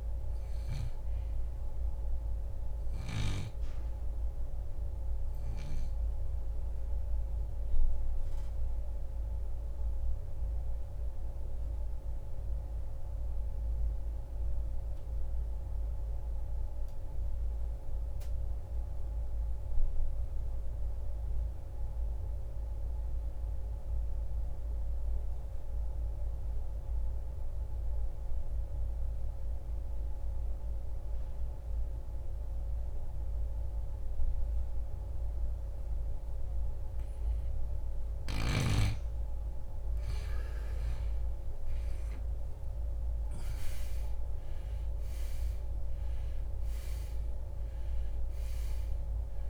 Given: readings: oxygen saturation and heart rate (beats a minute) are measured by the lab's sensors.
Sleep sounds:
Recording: breathing in sleep, hard to hear, by a room microphone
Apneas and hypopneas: 1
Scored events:
0.00-23.00 s: oxygen desaturation (device-marked, oxygen 81% lowest, heart rate 56 extreme)
5.50-38.50 s: obstructive apnea (oxygen 96% before, 81% lowest, heart rate 88 before, 56 extreme, up 14 after)
40.00-44.50 s: arousal
42.00-49.50 s: oxygen desaturation (device-marked, oxygen 97% before, 82% lowest, heart rate 62 before, 54 extreme)
From the record:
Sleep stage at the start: N2 (light sleep)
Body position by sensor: on the right side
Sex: male

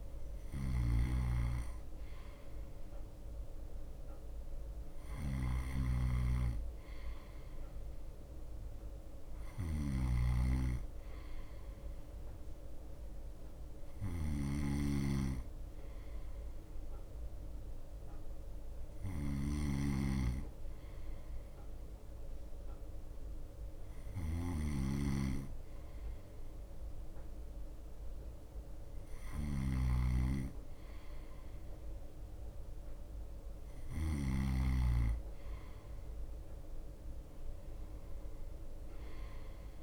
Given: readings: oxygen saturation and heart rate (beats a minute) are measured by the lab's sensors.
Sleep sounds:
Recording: breathing in sleep by a room microphone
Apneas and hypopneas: none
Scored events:
0.00-15.50 s: bradycardia (device-marked)
0.00-34.50 s: snoring (device-marked)
1.00-3.00 s: long interval between heartbeats (device-marked, heart rate 51 before, 52 extreme)
4.50-14.50 s: drop in pulse transit time (device-marked)
9.50-11.50 s: long interval between heartbeats (device-marked, heart rate 49 before, 27 extreme)
22.50-39.83 s: bradycardia (device-marked)
24.50-26.50 s: long interval between heartbeats (device-marked, heart rate 45 before, 53 extreme)
28.00-30.00 s: long interval between heartbeats (device-marked, heart rate 48 before, 52 extreme)
33.00-35.00 s: long interval between heartbeats (device-marked, heart rate 53 before, 50 extreme)
From the record:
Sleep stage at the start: N2 (light sleep)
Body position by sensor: on the right side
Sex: male

